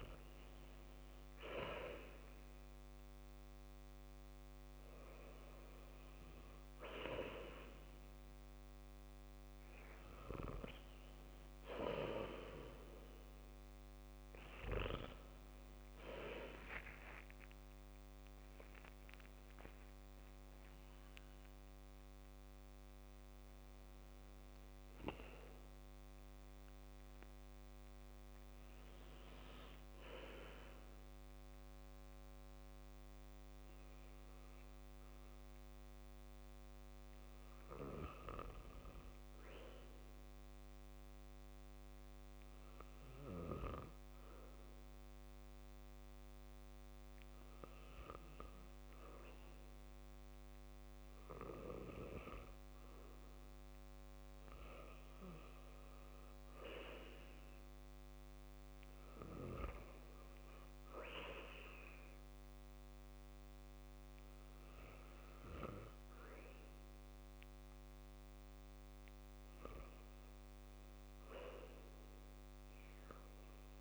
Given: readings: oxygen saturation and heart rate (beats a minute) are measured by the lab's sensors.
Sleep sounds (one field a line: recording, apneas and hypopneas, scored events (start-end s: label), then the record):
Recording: breathing in sleep by a microphone on the trachea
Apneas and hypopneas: 1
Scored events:
17.50-22.00 s: arousal
25.50-73.81 s: new sleep stage, N2 (light sleep)
34.00-52.50 s: hypopnea (oxygen 94% before, 91% lowest, heart rate 75 before, 68 extreme, up 3 after)
55.50-59.50 s: arousal
66.50-73.81 s: oxygen desaturation (device-marked, oxygen 96% before, 91% lowest, heart rate 70 before, 62 extreme)
From the record:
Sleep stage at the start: REM sleep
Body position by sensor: on the back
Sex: male